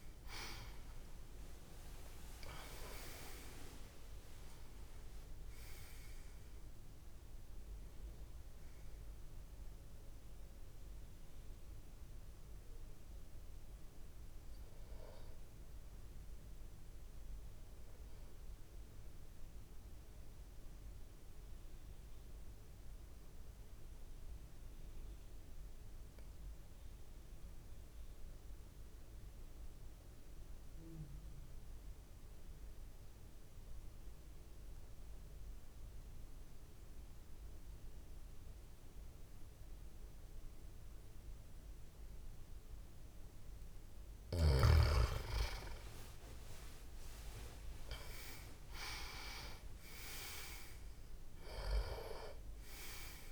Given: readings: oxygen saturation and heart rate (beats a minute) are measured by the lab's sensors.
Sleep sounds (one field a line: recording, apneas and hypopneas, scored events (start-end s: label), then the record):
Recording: breathing in sleep by a room microphone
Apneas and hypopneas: 1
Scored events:
0.00-4.00 s: arousal
0.00-14.00 s: oxygen desaturation (device-marked, oxygen 87% lowest)
19.50-43.50 s: obstructive apnea (oxygen 94% before, 87% lowest)
39.00-53.32 s: oxygen desaturation (device-marked, oxygen 98% before, 87% lowest)
45.50-49.00 s: arousal
From the record:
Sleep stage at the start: N2 (light sleep)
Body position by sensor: on the back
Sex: male